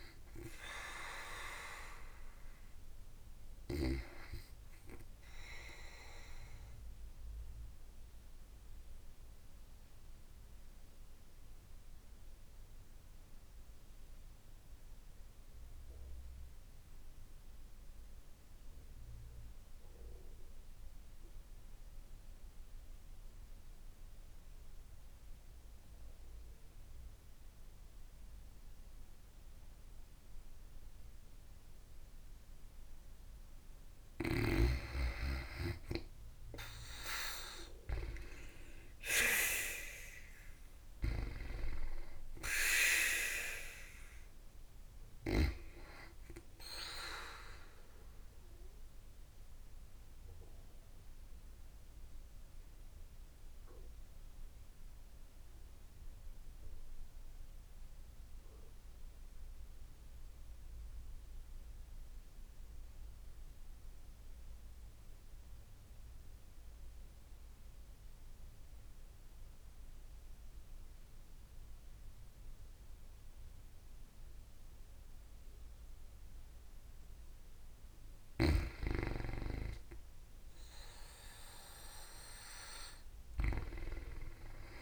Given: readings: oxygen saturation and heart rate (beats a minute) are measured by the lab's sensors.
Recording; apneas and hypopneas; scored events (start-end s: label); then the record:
breathing in sleep by a room microphone; 2
6.00-33.00 s: obstructive apnea (oxygen 97% before, 87% lowest, heart rate 57 before, 53 extreme, up 3 after)
26.00-41.00 s: oxygen desaturation (device-marked, oxygen 95% before, 89% lowest, heart rate 55 before, 53 extreme)
40.50-44.50 s: arousal
47.00-76.00 s: obstructive apnea (oxygen 97% before, 87% lowest, heart rate 55 before, 51 extreme, up 13 after)
71.00-84.82 s: oxygen desaturation (device-marked, oxygen 96% before, 87% lowest, heart rate 56 before, 51 extreme)
79.50-83.00 s: arousal
From the record:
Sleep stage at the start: N2 (light sleep); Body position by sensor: on the back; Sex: female